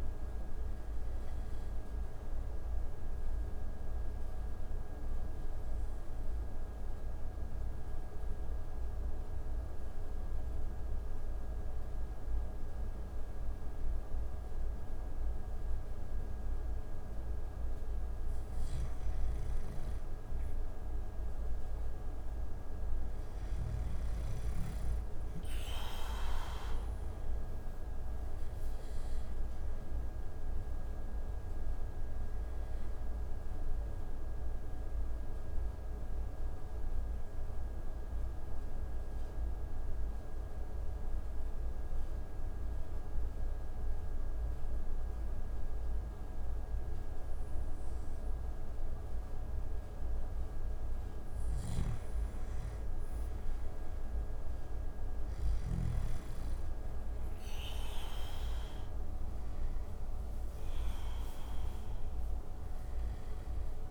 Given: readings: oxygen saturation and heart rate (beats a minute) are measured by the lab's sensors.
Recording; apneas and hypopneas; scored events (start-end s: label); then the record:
breathing in sleep, hard to hear, by a room microphone; 2
2.00-17.50 s: obstructive apnea (oxygen 97% before, 91% lowest)
19.50-23.50 s: arousal
35.00-50.00 s: mixed apnea (oxygen 97% before, 91% lowest)
50.50-55.00 s: snoring (device-marked)
52.50-55.50 s: arousal
From the record:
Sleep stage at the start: N2 (light sleep); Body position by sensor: on the back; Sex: male